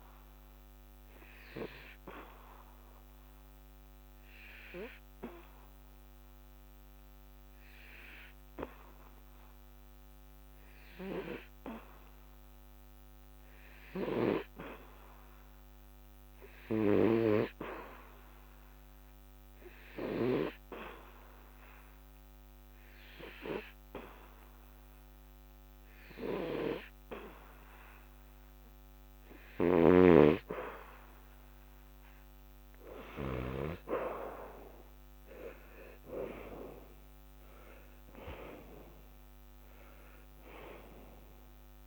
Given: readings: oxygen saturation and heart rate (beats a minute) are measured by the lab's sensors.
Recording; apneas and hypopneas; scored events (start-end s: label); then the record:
breathing in sleep by a microphone on the trachea; 1
1.50-29.50 s: hypopnea (oxygen 93% before, 90% lowest, heart rate 79 before, 68 extreme, up 10 after)
25.50-41.87 s: oxygen desaturation (device-marked, oxygen 99% before, 90% lowest, heart rate 74 before, 68 extreme)
31.50-35.50 s: arousal
From the record:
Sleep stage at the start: N2 (light sleep); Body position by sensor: on the back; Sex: male